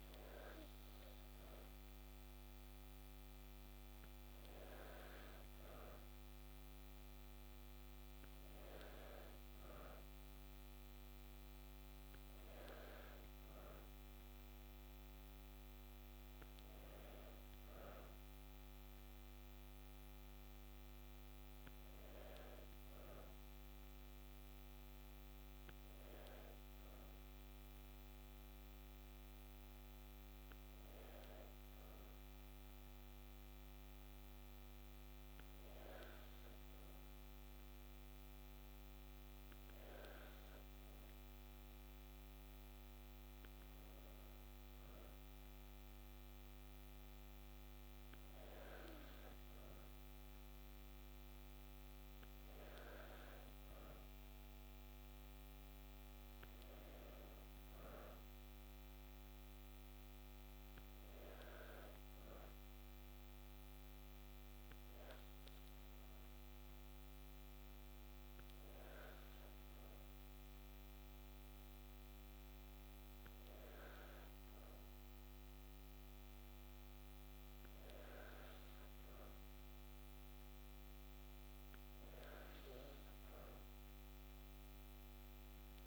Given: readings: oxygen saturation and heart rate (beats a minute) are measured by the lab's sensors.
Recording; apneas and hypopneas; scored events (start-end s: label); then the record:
breathing in sleep, hard to hear, by a microphone on the trachea; none
none scored
From the record:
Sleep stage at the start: N2 (light sleep); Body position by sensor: on the back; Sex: female